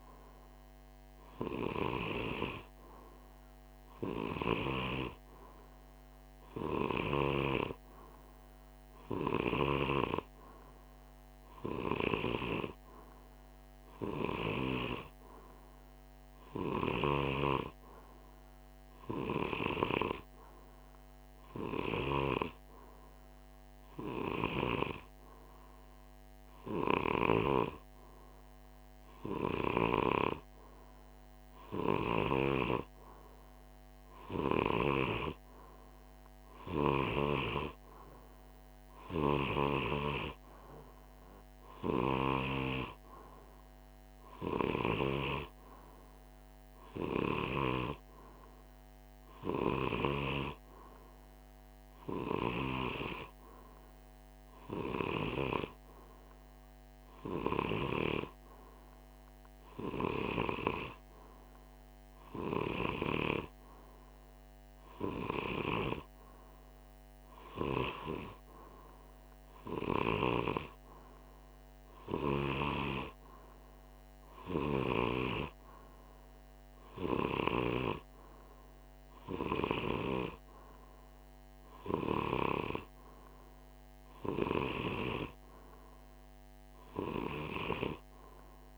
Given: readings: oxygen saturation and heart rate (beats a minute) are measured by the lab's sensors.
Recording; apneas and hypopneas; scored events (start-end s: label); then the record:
breathing in sleep by a microphone on the trachea; none
none scored
From the record:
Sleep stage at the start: N2 (light sleep); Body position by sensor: on the right side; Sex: male